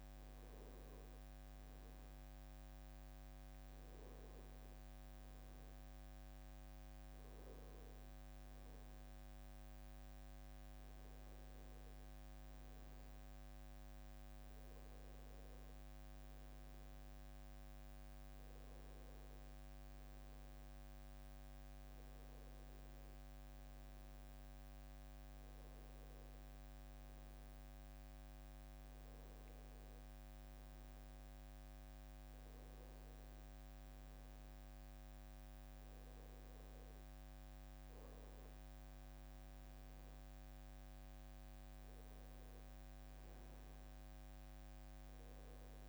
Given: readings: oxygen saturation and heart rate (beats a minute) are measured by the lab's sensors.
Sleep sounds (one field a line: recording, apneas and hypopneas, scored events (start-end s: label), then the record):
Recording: breathing in sleep, hard to hear, by a microphone on the trachea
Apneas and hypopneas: none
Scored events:
none scored
From the record:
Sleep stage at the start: N1 (lightest sleep)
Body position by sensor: on the right side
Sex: male